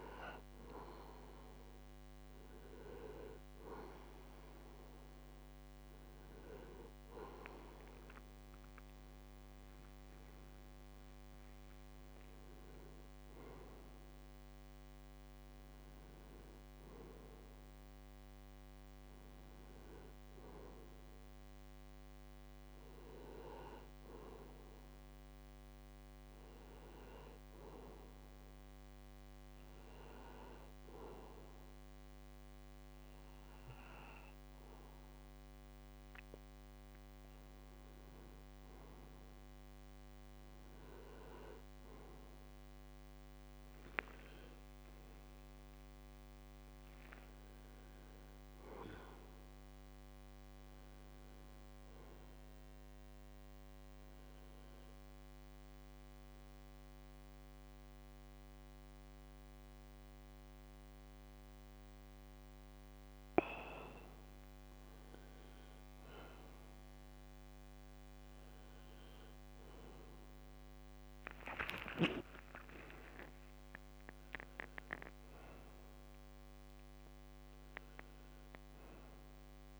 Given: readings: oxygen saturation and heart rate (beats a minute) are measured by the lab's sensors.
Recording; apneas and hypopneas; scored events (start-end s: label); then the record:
breathing in sleep by a microphone on the trachea; 2
0.00-6.00 s: oxygen desaturation (device-marked, oxygen 90% lowest, heart rate 65 extreme)
10.50-15.00 s: arousal
26.50-37.50 s: obstructive apnea (oxygen 95% before, 92% lowest, heart rate 73 before, 63 extreme, up 2 after)
39.00-43.00 s: arousal
54.50-65.00 s: mixed apnea (oxygen 95% before, 92% lowest)
66.50-70.50 s: arousal
From the record:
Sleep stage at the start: N2 (light sleep); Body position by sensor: on the back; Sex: male